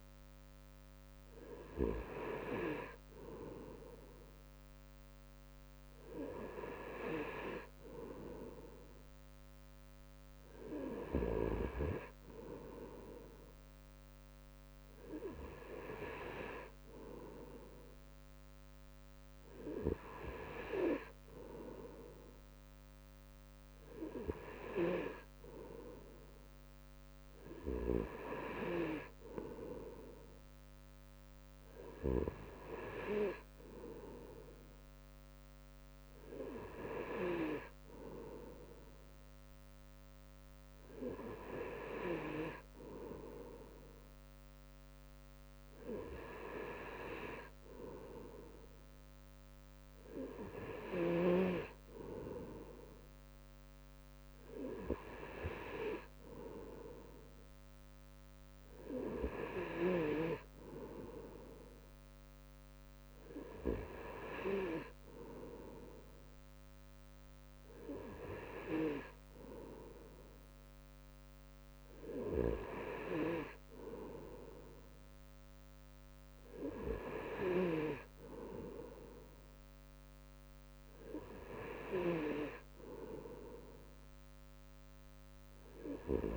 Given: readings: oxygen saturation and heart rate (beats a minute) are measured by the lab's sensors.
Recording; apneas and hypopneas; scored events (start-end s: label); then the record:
breathing in sleep by a microphone on the trachea; none
none scored
From the record:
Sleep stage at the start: N3 (deep sleep); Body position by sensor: on the right side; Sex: male